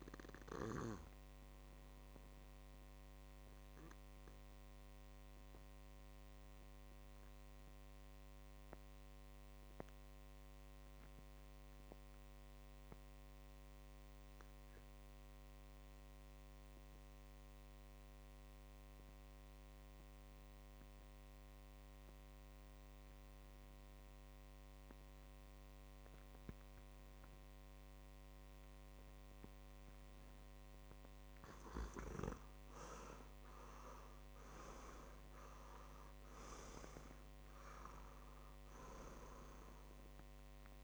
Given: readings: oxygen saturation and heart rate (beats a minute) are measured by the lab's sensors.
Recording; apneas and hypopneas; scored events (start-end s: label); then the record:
breathing in sleep by a microphone on the trachea; 1
0.00-15.00 s: oxygen desaturation (device-marked, oxygen 90% lowest, heart rate 56 extreme)
1.50-30.00 s: obstructive apnea (oxygen 100% before, 88% lowest, heart rate 61 before, 57 extreme, up 8 after)
29.00-40.83 s: oxygen desaturation (device-marked, oxygen 99% before, 88% lowest, heart rate 59 before, 57 extreme)
32.00-36.00 s: arousal
From the record:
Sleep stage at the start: N2 (light sleep); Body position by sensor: on the back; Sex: male